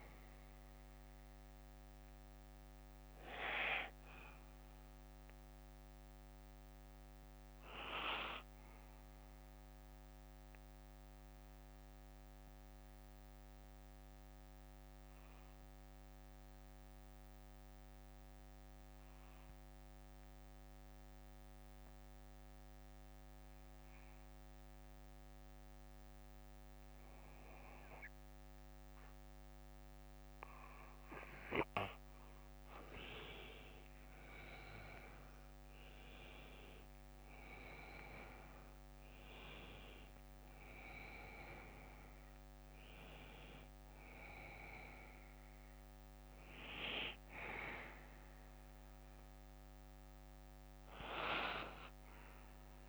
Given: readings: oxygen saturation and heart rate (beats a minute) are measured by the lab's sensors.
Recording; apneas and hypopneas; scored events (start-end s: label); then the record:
breathing in sleep by a microphone on the trachea; 1
0.00-3.50 s: oxygen desaturation (device-marked, oxygen 93% lowest, heart rate 48 extreme)
0.00-29.50 s: bradycardia (device-marked, heart rate 48 extreme)
3.00-31.50 s: central apnea (oxygen 98% before, 89% lowest, heart rate 65 before, 50 extreme, up 18 after)
12.50-25.50 s: oxygen desaturation (device-marked, oxygen 95% before, 89% lowest, heart rate 59 before, 53 extreme)
33.50-38.50 s: arousal
45.50-52.89 s: bradycardia (device-marked, heart rate 59 before, 49 extreme)
From the record:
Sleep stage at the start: N2 (light sleep); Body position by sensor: on the back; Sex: male